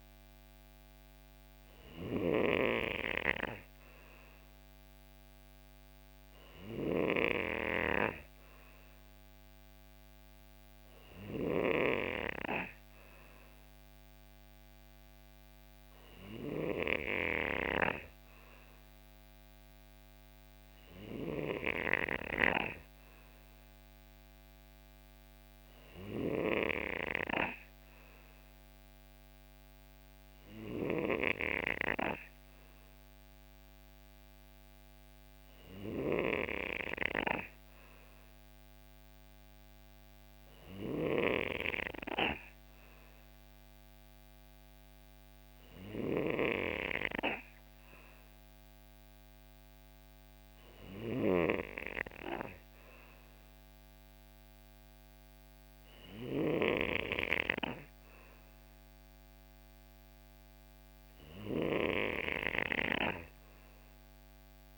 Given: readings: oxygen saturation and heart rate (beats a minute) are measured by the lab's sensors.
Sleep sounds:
breathing in sleep by a microphone on the trachea; none
none scored
From the record:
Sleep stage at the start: N3 (deep sleep); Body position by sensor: on the right side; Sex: male

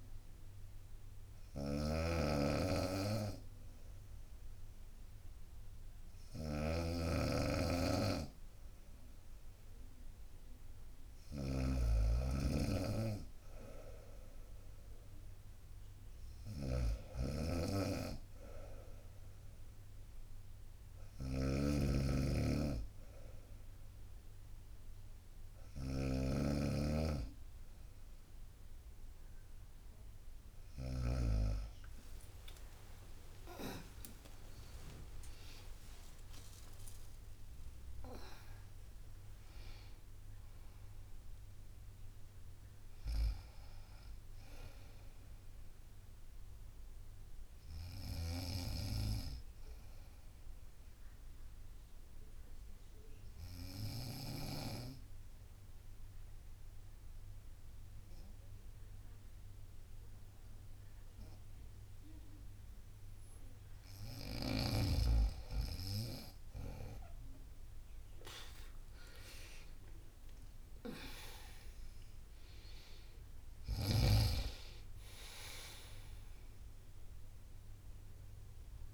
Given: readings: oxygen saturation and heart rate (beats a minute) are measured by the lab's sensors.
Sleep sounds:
breathing in sleep by a room microphone; 1
0.00-31.00 s: snoring (device-marked)
31.50-38.50 s: tachycardia (device-marked, heart rate 64 before, 139 extreme)
32.00-34.00 s: long interval between heartbeats (device-marked, heart rate 65 before, 74 extreme)
33.00-38.00 s: arousal
33.50-47.50 s: drop in pulse transit time (device-marked, heart rate 67 before, 69 extreme)
34.00-36.00 s: long interval between heartbeats (device-marked, heart rate 67 before, 93 extreme)
36.50-38.50 s: long interval between heartbeats (device-marked, heart rate 73 before, 130 extreme)
48.00-54.00 s: snoring (device-marked)
50.50-54.50 s: bradycardia (device-marked, heart rate 65 before, 59 extreme)
51.00-63.50 s: obstructive apnea (oxygen 97% before, 93% lowest, heart rate 90 before, 58 extreme, up 6 after)
60.50-62.50 s: bradycardia (device-marked, heart rate 65 before, 60 extreme)
67.50-78.94 s: oxygen desaturation (device-marked, oxygen 97% before, 93% lowest, heart rate 61 before, 61 extreme)
70.00-73.50 s: arousal
71.50-78.94 s: drop in pulse transit time (device-marked, heart rate 61 before, 63 extreme)
From the record:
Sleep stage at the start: N2 (light sleep); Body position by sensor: on the right side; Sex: female

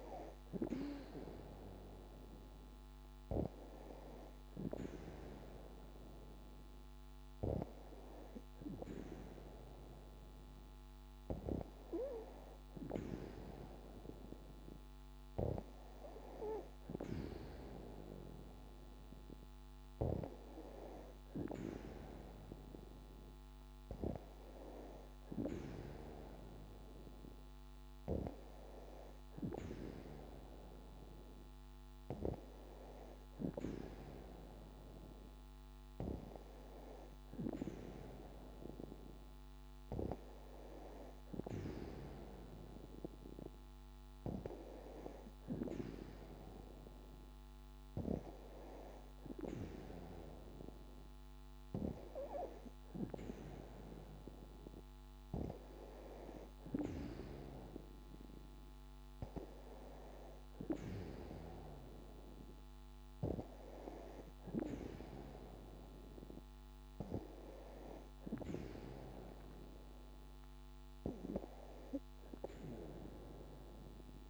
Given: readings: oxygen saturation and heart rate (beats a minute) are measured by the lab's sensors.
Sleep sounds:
breathing in sleep by a microphone on the trachea; none
none scored
From the record:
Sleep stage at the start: N2 (light sleep); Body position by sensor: on the back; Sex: female

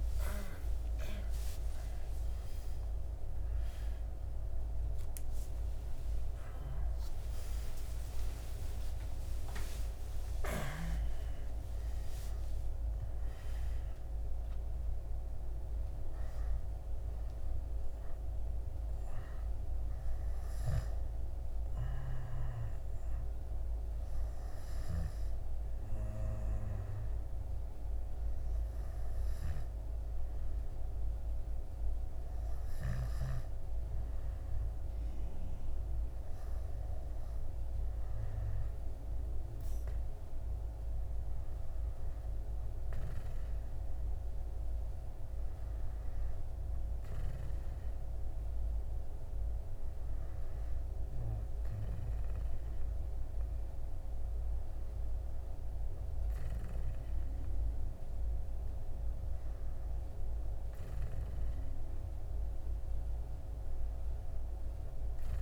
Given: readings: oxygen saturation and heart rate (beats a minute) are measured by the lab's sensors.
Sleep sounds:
a person partly awake in a sleep study, hard to hear, by a room microphone; none
1.00-7.00 s: oxygen desaturation (device-marked, oxygen 99% before, 93% lowest, heart rate 99 before, 66 extreme)
11.00-65.42 s: new sleep stage, N2 (light sleep)
From the record:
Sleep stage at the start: awake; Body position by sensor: on the back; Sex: male

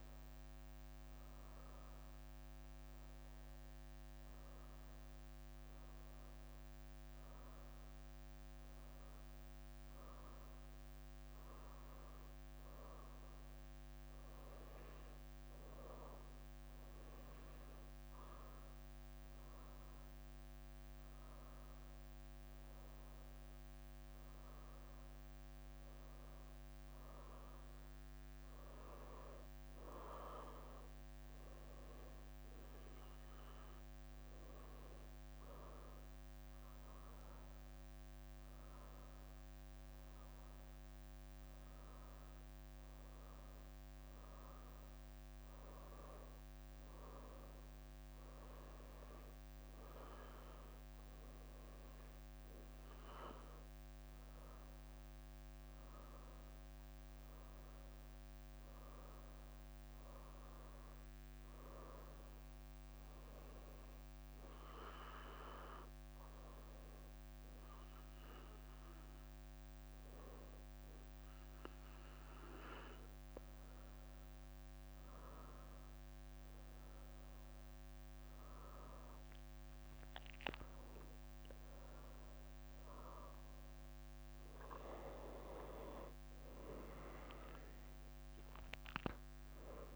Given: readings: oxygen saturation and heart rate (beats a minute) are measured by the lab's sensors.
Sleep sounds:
breathing in sleep by a microphone on the trachea; 1
6.00-9.00 s: leg movement (device-marked)
26.00-27.00 s: leg movement (device-marked)
28.50-88.50 s: new sleep stage, N2 (light sleep)
29.00-31.50 s: leg movement (device-marked)
31.50-33.00 s: leg movement (device-marked)
35.50-39.00 s: leg movement (device-marked)
51.00-53.00 s: leg movement (device-marked)
57.00-59.00 s: leg movement (device-marked)
59.00-62.50 s: arousal
60.50-61.50 s: leg movement (device-marked)
63.00-65.00 s: leg movement (device-marked)
65.50-77.50 s: hypopnea (oxygen 95% before, 94% lowest, heart rate 73 before, 70 extreme, up 10 after)
66.00-67.00 s: leg movement (device-marked)
75.50-79.00 s: leg movement (device-marked)
79.50-81.50 s: leg movement (device-marked)
81.00-85.00 s: arousal
88.50-89.96 s: new sleep stage, N1 (lightest sleep)
From the record:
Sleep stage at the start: N1 (lightest sleep); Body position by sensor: on the right side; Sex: female

